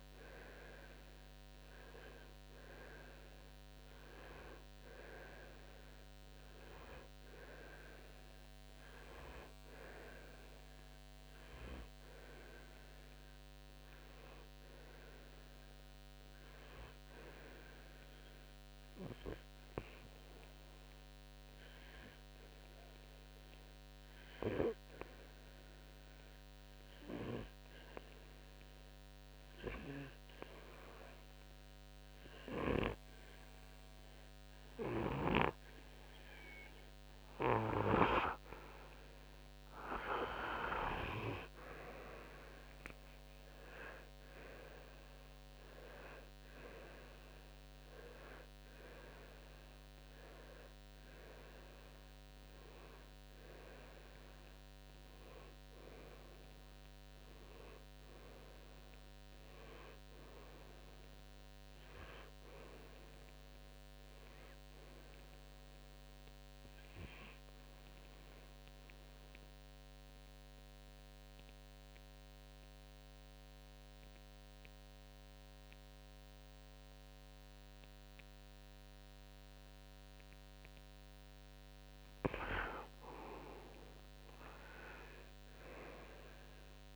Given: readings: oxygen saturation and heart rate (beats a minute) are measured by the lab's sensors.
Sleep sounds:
breathing in sleep by a microphone on the trachea; 2
18.50-37.50 s: obstructive apnea (oxygen 95% before, 93% lowest, heart rate 60 before, 53 extreme, up 3 after)
38.50-43.50 s: arousal
68.50-82.00 s: obstructive apnea (oxygen 96% before, 93% lowest, heart rate 60 before, 50 extreme, up 6 after)
84.00-86.96 s: arousal
From the record:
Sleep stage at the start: N2 (light sleep); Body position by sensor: on the right side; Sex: male

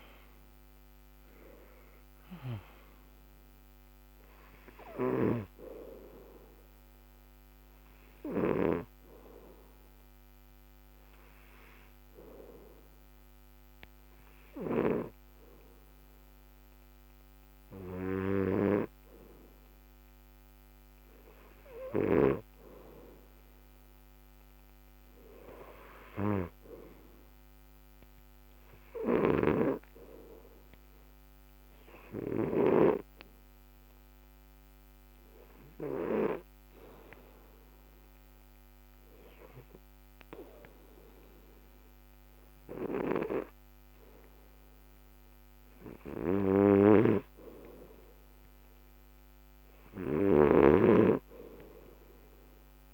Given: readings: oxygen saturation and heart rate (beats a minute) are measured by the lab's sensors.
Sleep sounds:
breathing in sleep by a microphone on the trachea; 2
0.00-18.50 s: oxygen desaturation (device-marked, oxygen 89% lowest, heart rate 69 extreme)
4.50-19.50 s: hypopnea (oxygen 99% before, 90% lowest, heart rate 73 before, 68 extreme, up 1 after)
22.00-25.50 s: arousal
35.50-46.50 s: obstructive apnea (oxygen 98% before, 81% lowest, heart rate 73 before, 68 extreme, up 2 after)
50.00-52.94 s: arousal
50.00-52.94 s: snoring (device-marked)
From the record:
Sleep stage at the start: N2 (light sleep); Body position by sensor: on the back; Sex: male

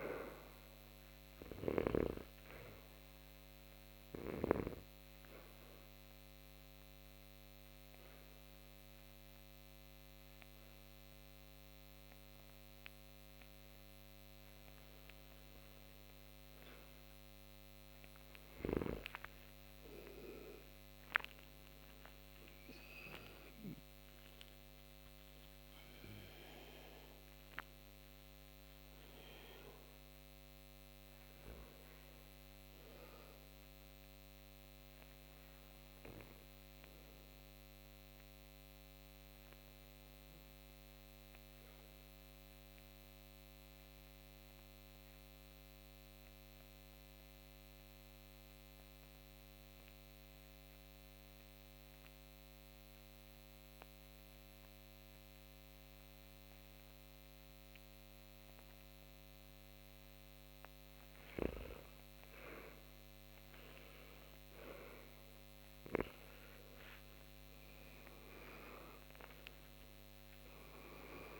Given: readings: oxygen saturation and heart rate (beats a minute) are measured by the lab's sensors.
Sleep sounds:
breathing in sleep by a microphone on the trachea; 2
0.00-28.50 s: oxygen desaturation (device-marked, oxygen 76% lowest)
5.00-18.00 s: obstructive apnea (oxygen 98% before, 76% lowest)
19.50-23.50 s: arousal
33.50-61.00 s: obstructive apnea (oxygen 92% before, 78% lowest)
62.50-71.40 s: oxygen desaturation (device-marked, oxygen 97% before, 78% lowest)
64.50-70.50 s: arousal
From the record:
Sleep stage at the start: REM sleep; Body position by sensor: on the back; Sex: male

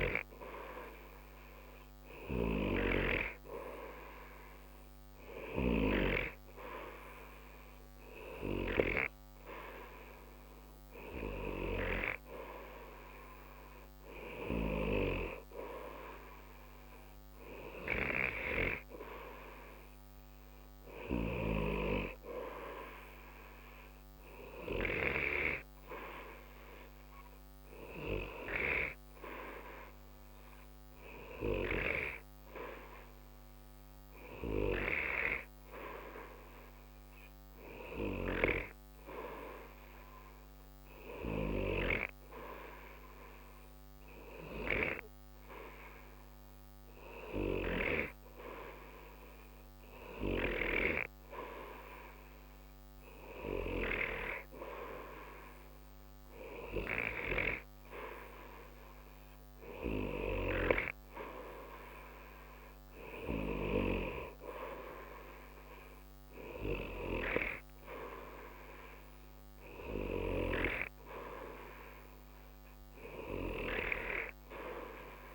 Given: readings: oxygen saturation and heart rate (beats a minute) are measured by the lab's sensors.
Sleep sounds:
breathing in sleep by a microphone on the trachea; none
none scored
From the record:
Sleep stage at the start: N2 (light sleep); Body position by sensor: on the right side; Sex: male

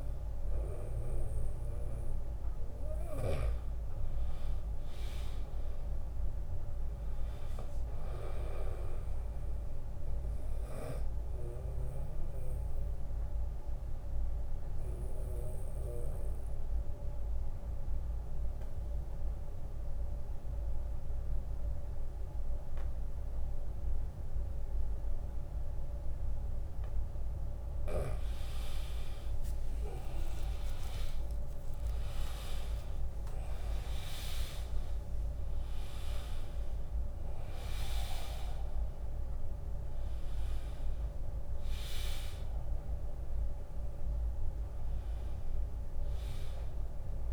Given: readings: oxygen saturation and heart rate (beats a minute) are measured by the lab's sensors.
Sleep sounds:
breathing in sleep by a room microphone; 1
0.00-2.50 s: arousal
5.50-25.50 s: oxygen desaturation (device-marked, oxygen 99% before, 94% lowest, heart rate 80 before, 72 extreme)
12.50-27.00 s: obstructive apnea (oxygen 100% before, 90% lowest, heart rate 78 before, 72 extreme, up 7 after)
28.50-34.00 s: arousal
32.50-47.33 s: drop in pulse transit time (device-marked, heart rate 78 before, 76 extreme)
36.50-47.33 s: oxygen desaturation (device-marked, oxygen 97% before, 90% lowest, heart rate 78 before, 69 extreme)
From the record:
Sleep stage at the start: N2 (light sleep); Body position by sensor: on the back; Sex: male

